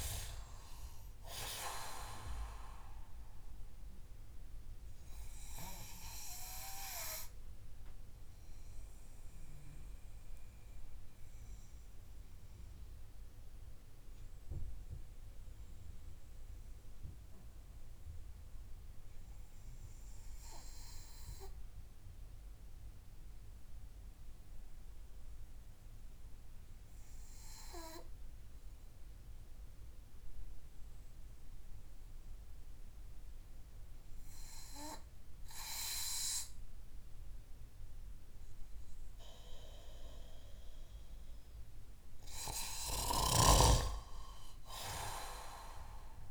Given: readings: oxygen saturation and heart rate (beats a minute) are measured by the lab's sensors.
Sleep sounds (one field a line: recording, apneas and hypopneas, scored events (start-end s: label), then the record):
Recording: breathing in sleep by a room microphone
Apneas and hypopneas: 1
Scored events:
0.00-6.50 s: oxygen desaturation (device-marked, oxygen 93% lowest)
5.00-40.50 s: obstructive apnea (oxygen 98% before, 91% lowest)
14.50-29.50 s: oxygen desaturation (device-marked, oxygen 94% before, 91% lowest)
43.50-46.31 s: arousal
From the record:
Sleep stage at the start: N2 (light sleep)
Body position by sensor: on the back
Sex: male